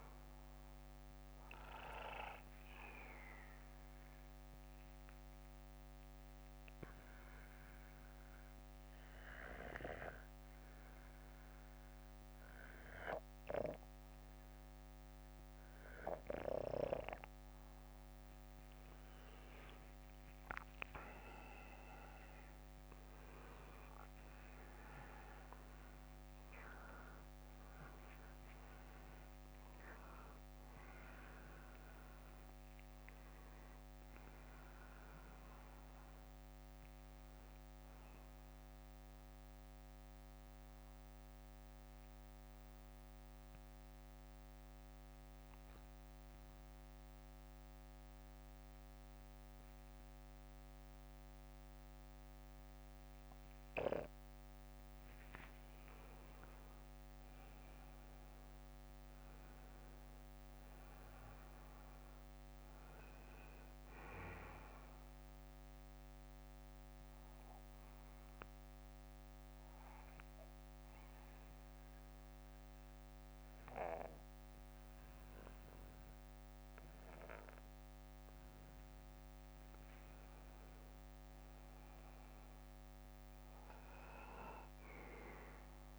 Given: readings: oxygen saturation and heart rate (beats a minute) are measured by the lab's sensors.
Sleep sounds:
breathing in sleep by a microphone on the trachea; 3
0.00-11.50 s: bradycardia (device-marked, heart rate 52 extreme)
5.00-18.50 s: obstructive apnea (oxygen 97% before, 93% lowest, heart rate 58 before, 49 extreme, up 17 after)
21.50-28.50 s: arousal
37.50-55.50 s: bradycardia (device-marked, heart rate 60 before, 48 extreme)
40.50-55.00 s: central apnea (oxygen 96% before, 92% lowest, heart rate 69 before, 50 extreme, up 20 after)
57.50-62.00 s: arousal
63.50-70.50 s: bradycardia (device-marked, heart rate 60 before, 54 extreme)
67.50-79.50 s: obstructive apnea (oxygen 97% before, 92% lowest, heart rate 59 before, 49 extreme, up 11 after)
71.50-79.50 s: bradycardia (device-marked, heart rate 60 before, 56 extreme)
71.50-83.50 s: oxygen desaturation (device-marked, oxygen 96% before, 92% lowest, heart rate 60 before, 49 extreme)
81.50-85.99 s: bradycardia (device-marked, heart rate 60 before, 49 extreme)
From the record:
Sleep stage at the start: N2 (light sleep); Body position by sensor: on the back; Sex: male

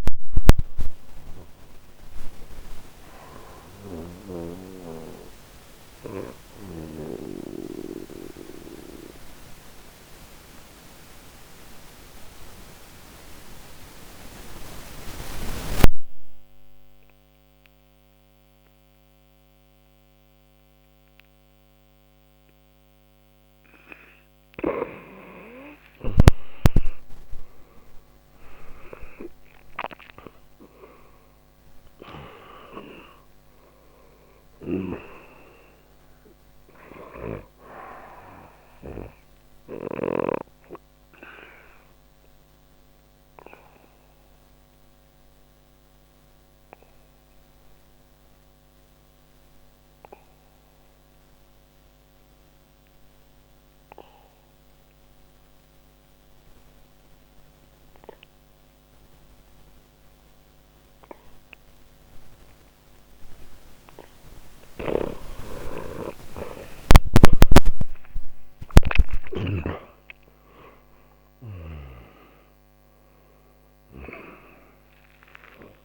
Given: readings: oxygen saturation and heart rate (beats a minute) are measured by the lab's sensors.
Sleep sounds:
breathing in sleep by a microphone on the trachea; 2
0.00-14.50 s: oxygen desaturation (device-marked, oxygen 89% lowest, heart rate 61 extreme)
4.50-23.50 s: obstructive apnea (oxygen 97% before, 87% lowest, heart rate 82 before, 59 extreme, up 11 after)
25.00-30.00 s: arousal
27.50-53.50 s: oxygen desaturation (device-marked, oxygen 98% before, 90% lowest, heart rate 63 before, 59 extreme)
39.00-63.00 s: mixed apnea (oxygen 98% before, 85% lowest, heart rate 65 before, 59 extreme, up 31 after)
64.50-69.50 s: snoring (device-marked)
64.50-75.85 s: oxygen desaturation (device-marked, oxygen 97% before, 85% lowest, heart rate 60 before, 61 extreme)
67.00-72.50 s: arousal
From the record:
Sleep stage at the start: N2 (light sleep); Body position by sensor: on the back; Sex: male

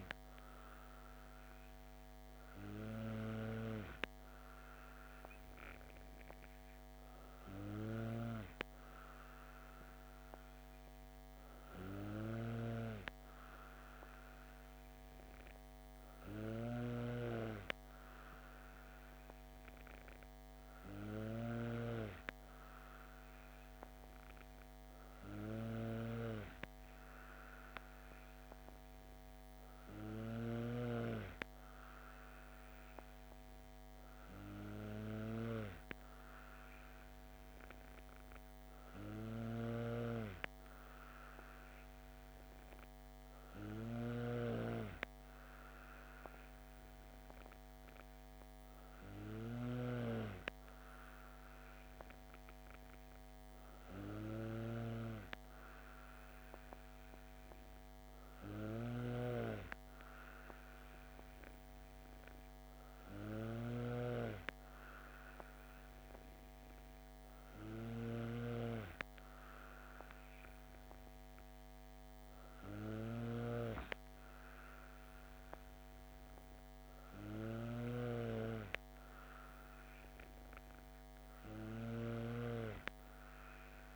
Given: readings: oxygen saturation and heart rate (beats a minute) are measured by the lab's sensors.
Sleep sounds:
breathing in sleep by a microphone on the trachea; none
7.50-83.95 s: snoring (device-marked)
From the record:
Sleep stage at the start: N2 (light sleep); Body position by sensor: on the back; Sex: female

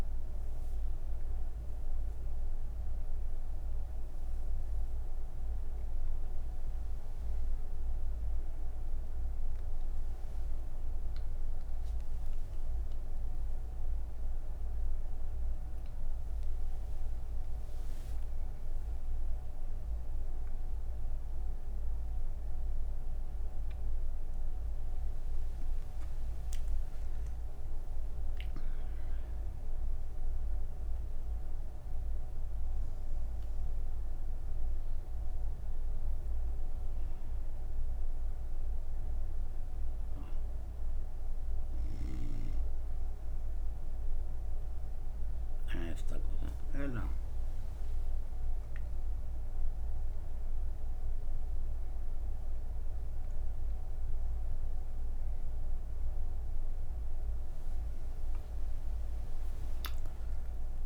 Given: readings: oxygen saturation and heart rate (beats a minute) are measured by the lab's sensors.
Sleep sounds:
breathing in sleep, hard to hear, by a room microphone; none
16.00-30.00 s: oxygen desaturation (device-marked, oxygen 97% before, 94% lowest)
From the record:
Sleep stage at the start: N3 (deep sleep); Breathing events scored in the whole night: 113 in 5.3 hours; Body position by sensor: on the right side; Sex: female

